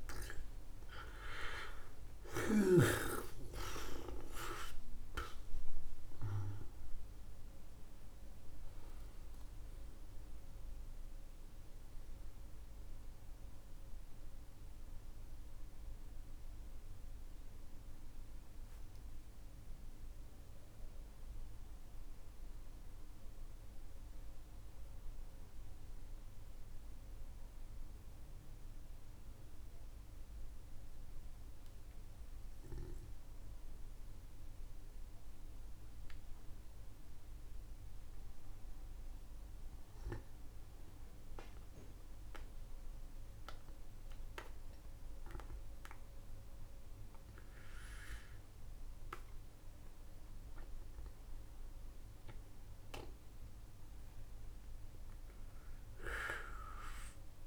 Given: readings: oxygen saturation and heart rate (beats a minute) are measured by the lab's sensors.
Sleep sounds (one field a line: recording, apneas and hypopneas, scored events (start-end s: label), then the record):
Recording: breathing in sleep by a room microphone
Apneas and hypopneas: 1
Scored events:
0.00-4.00 s: oxygen desaturation (device-marked, oxygen 95% lowest, heart rate 46 extreme)
3.50-8.00 s: arousal
25.50-42.50 s: obstructive apnea (oxygen 96% before, 94% lowest, heart rate 56 before, 49 extreme, up 24 after)
44.50-49.00 s: arousal
From the record:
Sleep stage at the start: N2 (light sleep)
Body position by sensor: on the back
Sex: male